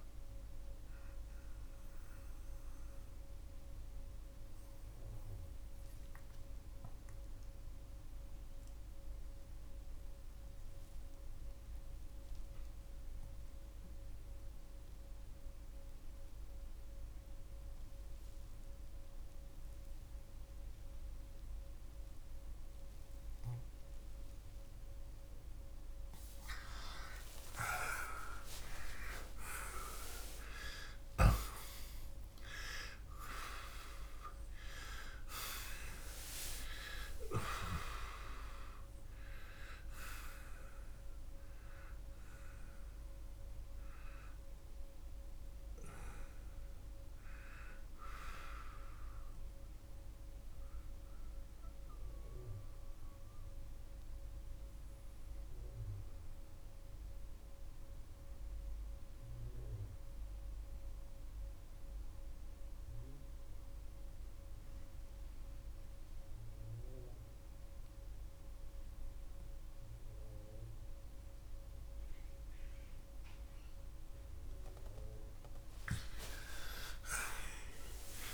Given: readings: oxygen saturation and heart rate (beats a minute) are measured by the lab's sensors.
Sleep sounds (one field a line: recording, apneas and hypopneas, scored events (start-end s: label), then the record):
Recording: breathing in sleep by a room microphone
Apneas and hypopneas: 2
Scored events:
0.50-26.00 s: mixed apnea (oxygen 96% before, 82% lowest)
5.50-27.50 s: oxygen desaturation (device-marked, oxygen 91% before, 82% lowest)
27.00-31.50 s: arousal
52.00-73.50 s: obstructive apnea (oxygen 95% before, 85% lowest)
53.50-72.50 s: oxygen desaturation (device-marked, oxygen 92% before, 85% lowest)
76.00-78.34 s: arousal
From the record:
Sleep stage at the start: N2 (light sleep)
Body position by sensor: on the back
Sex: male